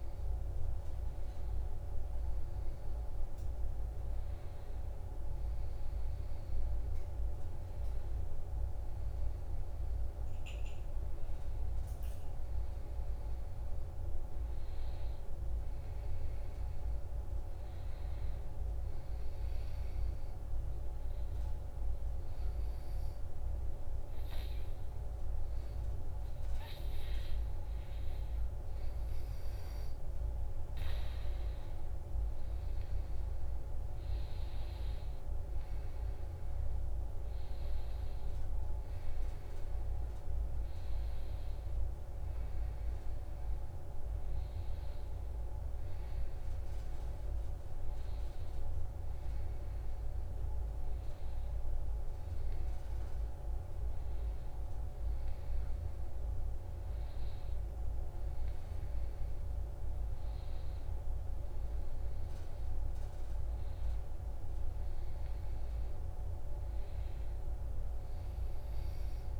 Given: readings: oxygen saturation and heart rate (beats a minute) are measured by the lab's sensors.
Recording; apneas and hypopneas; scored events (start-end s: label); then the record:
breathing in sleep, hard to hear, by a room microphone; 1
10.00-13.50 s: arousal
18.50-30.00 s: obstructive apnea (oxygen 95% before, 92% lowest, heart rate 68 before, 68 extreme, up 4 after)
33.00-36.50 s: arousal
From the record:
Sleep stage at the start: N2 (light sleep); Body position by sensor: on the back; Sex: male